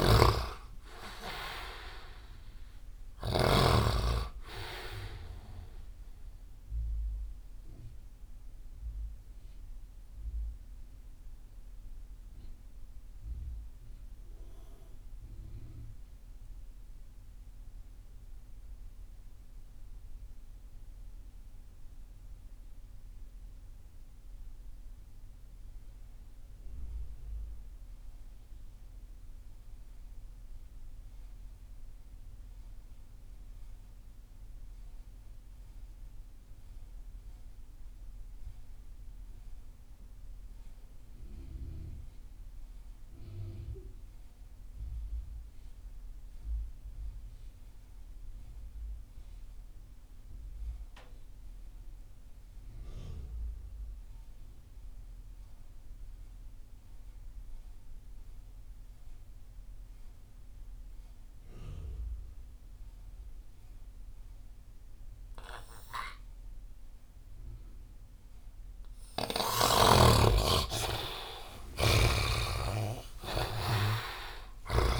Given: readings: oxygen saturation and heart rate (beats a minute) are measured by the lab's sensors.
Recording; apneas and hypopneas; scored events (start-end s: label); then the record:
breathing in sleep by a room microphone; 1
0.00-3.50 s: snoring (device-marked)
0.00-25.00 s: oxygen desaturation (device-marked, oxygen 61% lowest)
7.00-69.50 s: mixed apnea (oxygen 88% before, 52% lowest)
40.00-75.00 s: oxygen desaturation (device-marked, oxygen 96% before, 52% lowest)
70.50-75.00 s: arousal
From the record:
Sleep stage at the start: REM sleep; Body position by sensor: on the right side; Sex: male